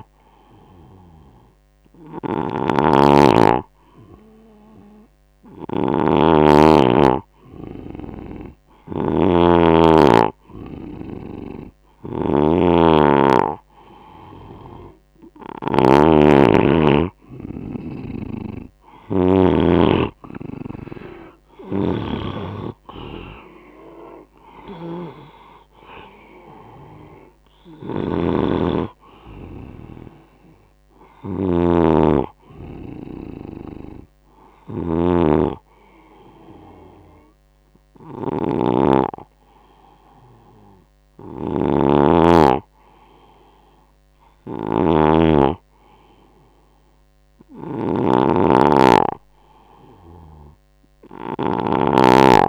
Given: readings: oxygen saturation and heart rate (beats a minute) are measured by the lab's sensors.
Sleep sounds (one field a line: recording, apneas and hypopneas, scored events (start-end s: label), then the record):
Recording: breathing in sleep by a microphone on the trachea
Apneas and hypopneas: none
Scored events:
0.00-19.00 s: snoring (device-marked)
9.00-24.00 s: oxygen desaturation (device-marked, oxygen 98% before, 93% lowest, heart rate 77 before, 75 extreme)
27.50-52.49 s: snoring (device-marked)
From the record:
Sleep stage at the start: N2 (light sleep)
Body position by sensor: on the right side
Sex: male